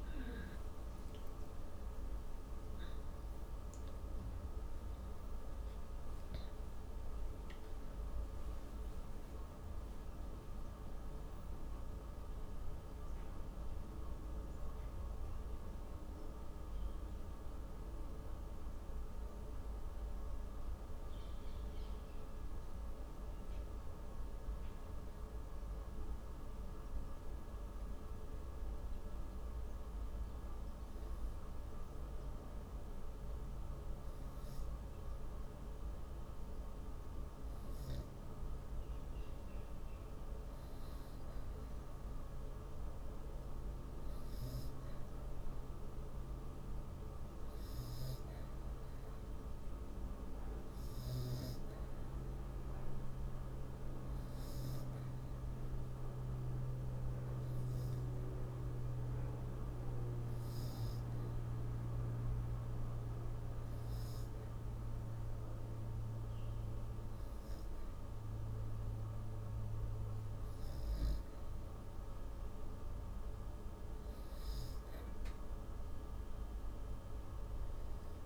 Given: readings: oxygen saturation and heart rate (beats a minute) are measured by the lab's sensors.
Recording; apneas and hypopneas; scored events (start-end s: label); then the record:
breathing in sleep, hard to hear, by a room microphone; 2
4.50-8.50 s: arousal
23.50-35.50 s: obstructive apnea (oxygen 96% before, 93% lowest, heart rate 134 before, 122 extreme, up 9 after)
36.00-39.00 s: arousal
41.50-54.50 s: oxygen desaturation (device-marked, oxygen 97% before, 93% lowest, heart rate 139 before, 125 extreme)
50.00-67.00 s: hypopnea (oxygen 97% before, 93% lowest, heart rate 133 before, 125 extreme, up 16 after)
From the record:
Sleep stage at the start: N2 (light sleep); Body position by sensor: on the back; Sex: female